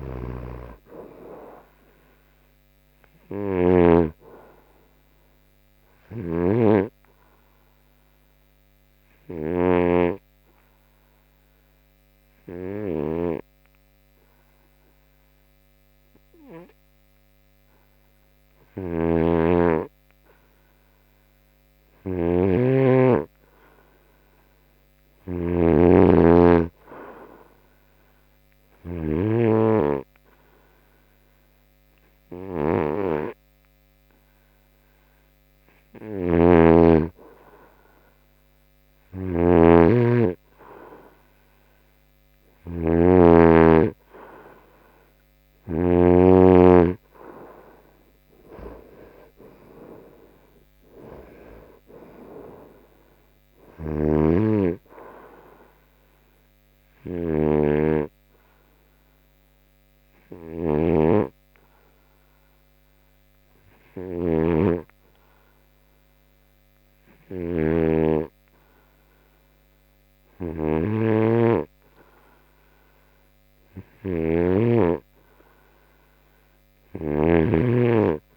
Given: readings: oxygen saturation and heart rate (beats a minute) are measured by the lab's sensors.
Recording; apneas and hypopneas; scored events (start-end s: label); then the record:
breathing in sleep by a microphone on the trachea; 2
8.50-20.00 s: obstructive apnea (oxygen 95% before, 89% lowest, heart rate 77 before, 66 extreme)
10.50-29.50 s: oxygen desaturation (device-marked, oxygen 94% before, 90% lowest, heart rate 78 before, 66 extreme)
19.00-26.00 s: snoring (device-marked)
26.00-30.50 s: arousal
36.50-46.50 s: snoring (device-marked)
45.50-60.50 s: oxygen desaturation (device-marked, oxygen 95% before, 89% lowest, heart rate 69 before, 66 extreme)
48.50-53.00 s: arousal
56.50-72.50 s: hypopnea (oxygen 96% before, 90% lowest, heart rate 75 before, 66 extreme)
75.00-78.37 s: arousal
From the record:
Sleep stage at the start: N2 (light sleep); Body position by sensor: on the right side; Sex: male